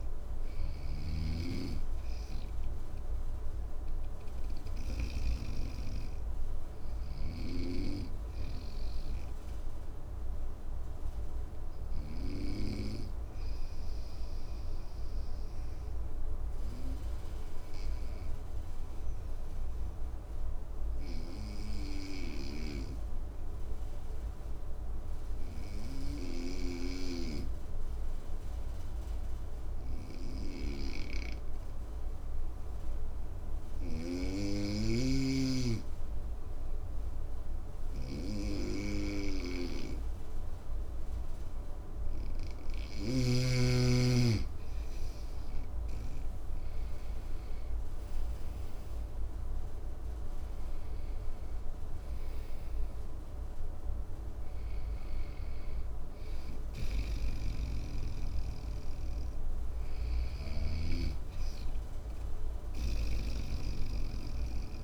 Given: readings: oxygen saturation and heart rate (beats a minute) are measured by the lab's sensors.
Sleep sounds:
breathing in sleep by a room microphone; 1
6.50-40.50 s: obstructive apnea (oxygen 97% before, 92% lowest, heart rate 63 before, 55 extreme, up 6 after)
29.50-64.84 s: oxygen desaturation (device-marked, oxygen 99% before, 92% lowest, heart rate 57 before, 57 extreme)
44.50-48.50 s: arousal
59.50-64.84 s: snoring (device-marked)
From the record:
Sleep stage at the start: N2 (light sleep); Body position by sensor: on the right side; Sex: male

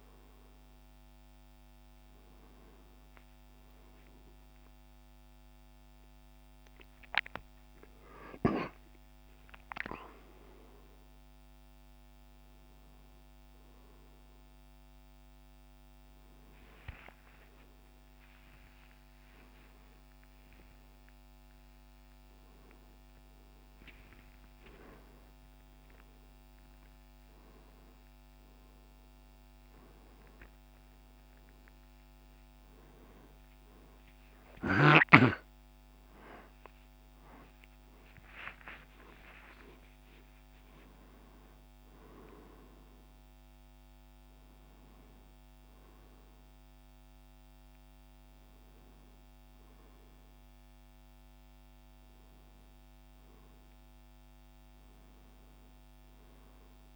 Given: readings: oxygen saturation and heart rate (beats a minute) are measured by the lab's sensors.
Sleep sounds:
a person awake in a sleep study, by a microphone on the trachea; none
none scored
From the record:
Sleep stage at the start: awake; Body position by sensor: on the right side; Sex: male

